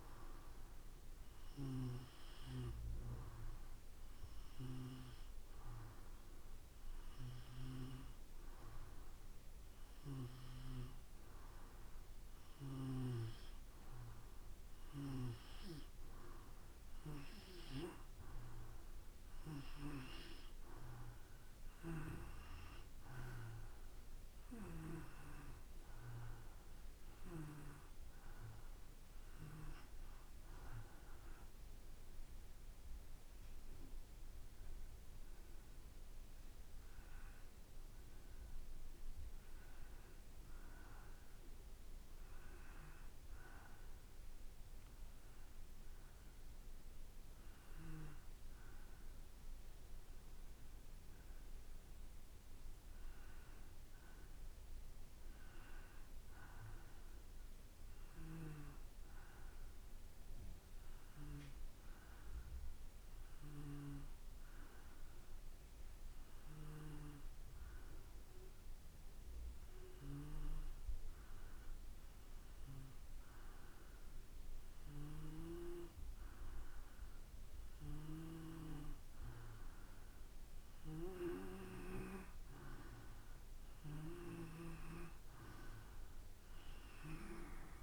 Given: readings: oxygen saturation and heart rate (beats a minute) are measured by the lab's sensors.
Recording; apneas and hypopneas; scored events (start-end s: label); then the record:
breathing in sleep by a room microphone; 1
61.00-79.00 s: hypopnea (oxygen 95% before, 91% lowest, heart rate 58 before, 57 extreme, up 4 after)
78.50-87.82 s: oxygen desaturation (device-marked, oxygen 94% before, 91% lowest, heart rate 58 before, 56 extreme)
82.00-87.00 s: arousal
From the record:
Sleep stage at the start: N2 (light sleep); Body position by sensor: on the back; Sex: male